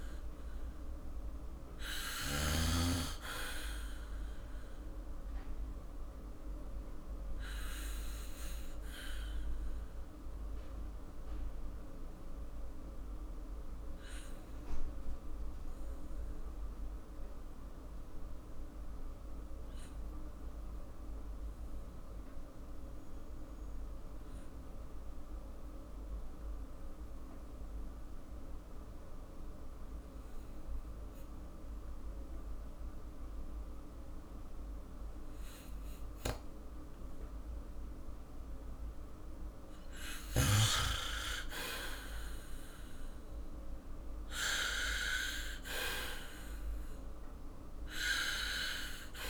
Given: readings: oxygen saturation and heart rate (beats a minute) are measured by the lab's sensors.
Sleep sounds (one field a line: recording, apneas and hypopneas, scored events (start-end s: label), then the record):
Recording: breathing in sleep by a room microphone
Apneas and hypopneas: 1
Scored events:
0.00-1.50 s: arousal
0.00-2.50 s: oxygen desaturation (device-marked, oxygen 92% lowest, heart rate 46 extreme)
0.00-2.50 s: snoring (device-marked)
6.50-38.00 s: obstructive apnea (oxygen 98% before, 93% lowest, heart rate 53 before, 44 extreme, up 6 after)
33.50-40.50 s: oxygen desaturation (device-marked, oxygen 98% before, 94% lowest, heart rate 48 before, 44 extreme)
41.50-46.50 s: arousal
From the record:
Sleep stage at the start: N2 (light sleep)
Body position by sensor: on the back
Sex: male